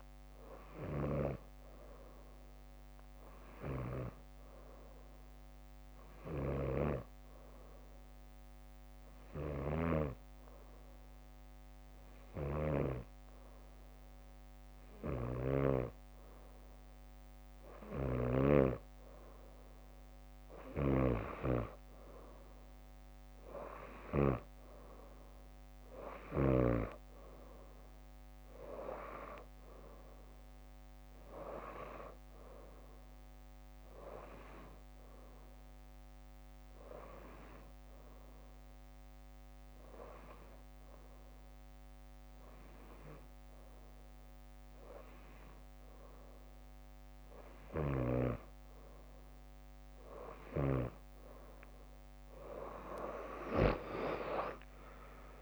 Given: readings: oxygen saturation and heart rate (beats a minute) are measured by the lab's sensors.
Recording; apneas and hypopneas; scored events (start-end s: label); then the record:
breathing in sleep by a microphone on the trachea; 1
4.50-6.50 s: bradycardia (device-marked, heart rate 63 before, 63 extreme)
21.50-37.50 s: drop in pulse transit time (device-marked, heart rate 61 before, 58 extreme)
29.00-32.50 s: arousal
33.50-35.50 s: bradycardia (device-marked, heart rate 63 before, 64 extreme)
36.00-47.00 s: hypopnea (oxygen 91% before, 89% lowest, heart rate 63 before, 57 extreme, up 10 after)
52.50-55.42 s: drop in pulse transit time (device-marked, heart rate 61 before, 62 extreme)
53.00-55.42 s: leg movement (device-marked)
From the record:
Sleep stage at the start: N2 (light sleep); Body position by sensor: on the back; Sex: female